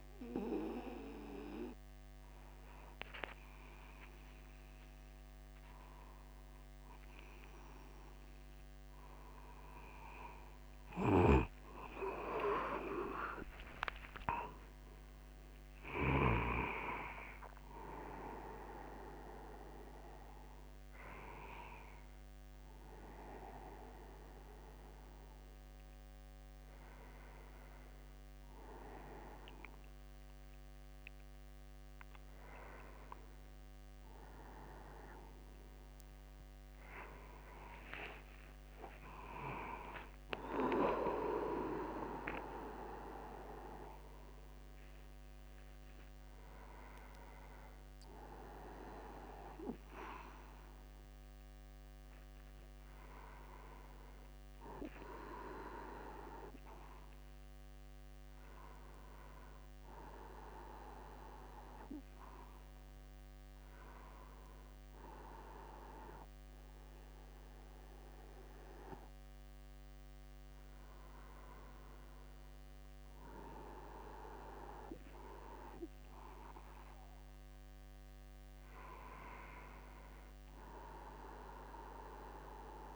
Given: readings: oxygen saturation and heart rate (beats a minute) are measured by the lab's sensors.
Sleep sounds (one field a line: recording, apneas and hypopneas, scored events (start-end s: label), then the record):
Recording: a person awake in a sleep study, by a microphone on the trachea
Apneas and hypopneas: none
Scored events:
2.00-62.00 s: new sleep stage, awake
8.50-10.50 s: long interval between heartbeats (device-marked, heart rate 53 before, 62 extreme)
11.00-13.00 s: long interval between heartbeats (device-marked, heart rate 54 before, 68 extreme)
11.50-17.00 s: snoring (device-marked)
13.00-15.00 s: long interval between heartbeats (device-marked, heart rate 57 before, 114 extreme)
39.50-41.50 s: long interval between heartbeats (device-marked, heart rate 55 before, 61 extreme)
43.00-45.00 s: long interval between heartbeats (device-marked, heart rate 55 before, 79 extreme)
62.00-82.96 s: new sleep stage, N1 (lightest sleep)
From the record:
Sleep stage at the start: N2 (light sleep)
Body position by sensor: upright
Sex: male